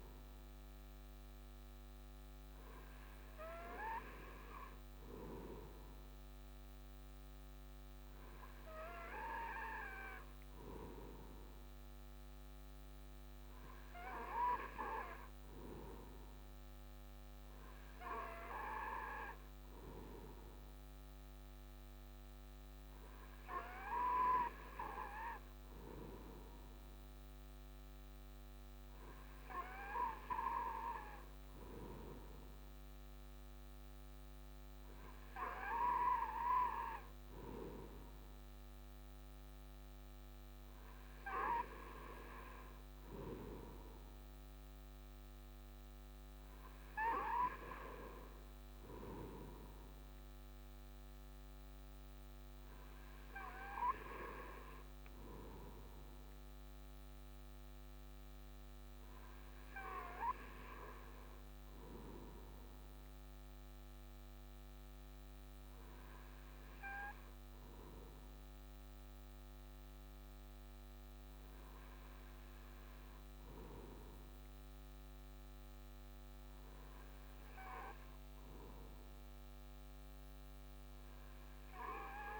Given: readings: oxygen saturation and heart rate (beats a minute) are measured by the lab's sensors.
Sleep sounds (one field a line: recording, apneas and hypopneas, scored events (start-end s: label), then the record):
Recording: breathing in sleep by a microphone on the trachea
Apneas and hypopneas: none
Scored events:
none scored
From the record:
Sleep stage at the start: N2 (light sleep)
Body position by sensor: on the right side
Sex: male